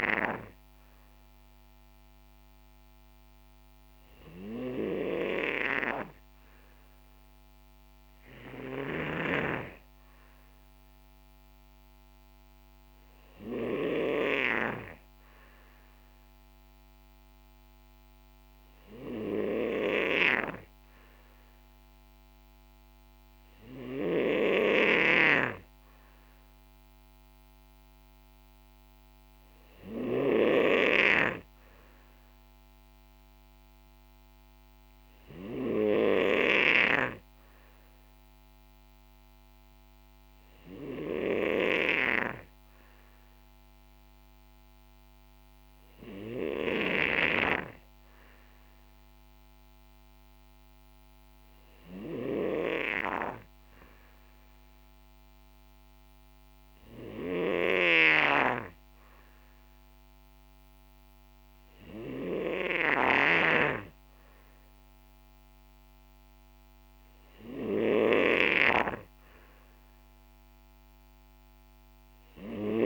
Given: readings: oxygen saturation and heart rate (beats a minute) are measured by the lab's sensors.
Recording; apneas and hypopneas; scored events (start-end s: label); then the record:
breathing in sleep by a microphone on the trachea; none
none scored
From the record:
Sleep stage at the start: N2 (light sleep); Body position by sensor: on the back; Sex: male